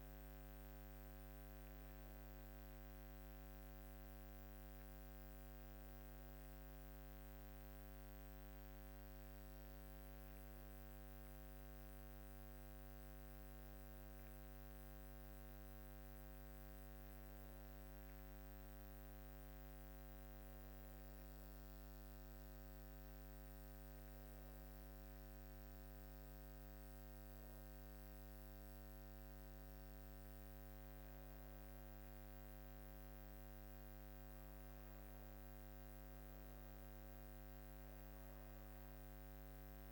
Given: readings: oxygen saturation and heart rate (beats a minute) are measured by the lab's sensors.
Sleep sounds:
breathing in sleep, hard to hear, by a microphone on the trachea; none
none scored
From the record:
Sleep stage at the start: N2 (light sleep); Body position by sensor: on the back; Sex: female

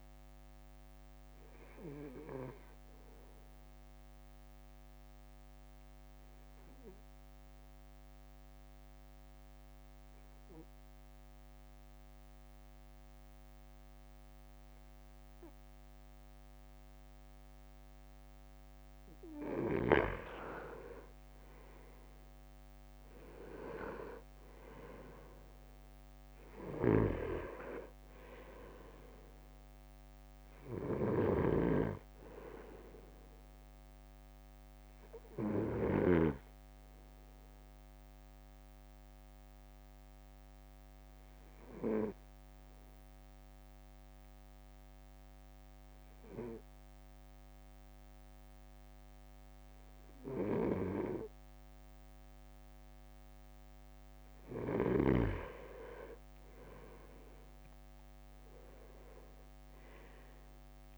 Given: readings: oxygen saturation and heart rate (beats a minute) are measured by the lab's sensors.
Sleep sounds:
breathing in sleep by a microphone on the trachea; 2
3.50-19.00 s: obstructive apnea (oxygen 100% before, 96% lowest, heart rate 55 before, 49 extreme, up 4 after)
21.00-22.00 s: leg movement (device-marked)
22.50-26.00 s: arousal
27.00-36.50 s: snoring (device-marked)
35.00-53.00 s: obstructive apnea (oxygen 98% before, 96% lowest, heart rate 52 before, 48 extreme, up 8 after)
50.50-55.00 s: snoring (device-marked)
58.00-60.97 s: arousal
From the record:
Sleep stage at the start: N2 (light sleep); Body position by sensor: on the right side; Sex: male

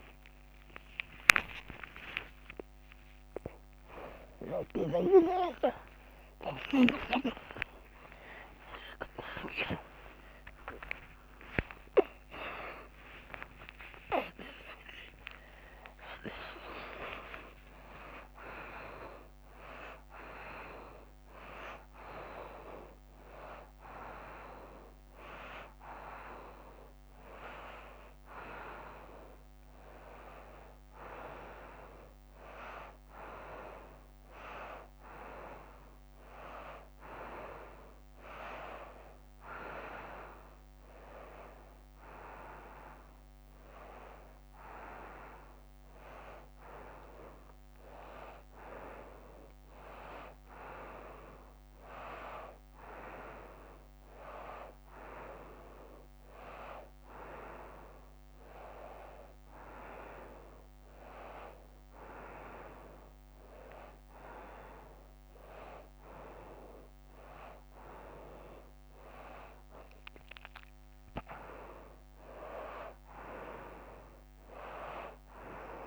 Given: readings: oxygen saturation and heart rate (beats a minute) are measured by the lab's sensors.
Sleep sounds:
a person partly awake in a sleep study, by a microphone on the trachea; none
21.00-32.00 s: oxygen desaturation (device-marked, oxygen 99% before, 94% lowest, heart rate 132 before, 102 extreme)
33.00-75.87 s: new sleep stage, N1 (lightest sleep)
34.00-51.00 s: oxygen desaturation (device-marked, oxygen 96% before, 92% lowest, heart rate 109 before, 100 extreme)
From the record:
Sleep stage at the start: awake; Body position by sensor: on the front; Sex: female

